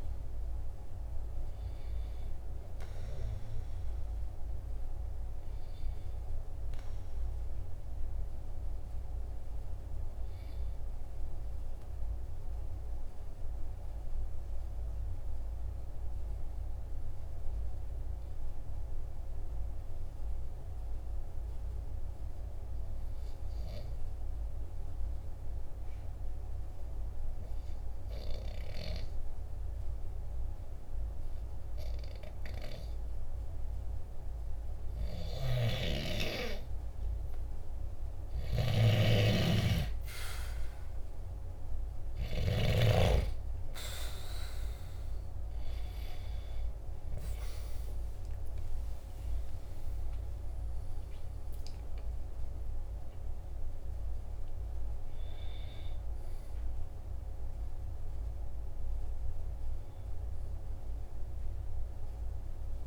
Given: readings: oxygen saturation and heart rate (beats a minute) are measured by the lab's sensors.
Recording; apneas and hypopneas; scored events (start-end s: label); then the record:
breathing in sleep by a room microphone; 1
0.00-18.50 s: oxygen desaturation (device-marked, oxygen 94% lowest, heart rate 46 extreme)
11.00-34.00 s: mixed apnea (oxygen 98% before, 94% lowest, heart rate 48 before, 46 extreme, up 2 after)
36.50-42.00 s: arousal
38.50-42.50 s: snoring (device-marked)
42.50-62.87 s: oxygen desaturation (device-marked, oxygen 98% before, 94% lowest, heart rate 47 before, 44 extreme)
From the record:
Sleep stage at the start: N2 (light sleep); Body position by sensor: on the back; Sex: male